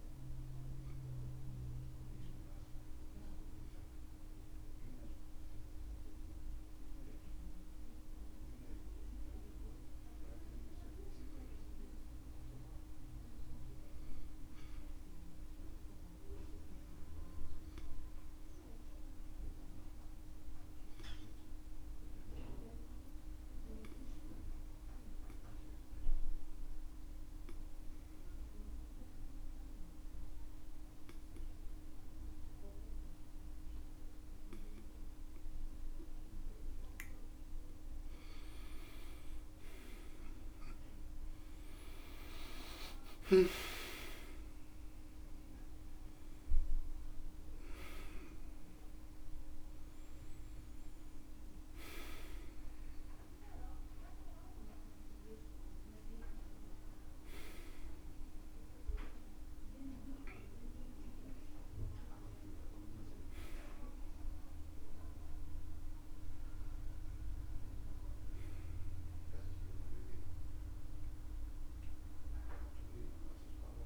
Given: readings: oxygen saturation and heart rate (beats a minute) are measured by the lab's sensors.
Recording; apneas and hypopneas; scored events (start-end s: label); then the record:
a person partly awake in a sleep study, by a room microphone; 1
16.00-36.50 s: obstructive apnea (oxygen 96% before, 89% lowest, heart rate 67 before, 61 extreme, up 13 after)
35.50-65.50 s: new sleep stage, awake
60.50-73.86 s: oxygen desaturation (device-marked, oxygen 94% before, 89% lowest, heart rate 75 before, 63 extreme)
65.50-73.86 s: new sleep stage, N1 (lightest sleep)
From the record:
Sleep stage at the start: REM sleep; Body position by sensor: on the back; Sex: male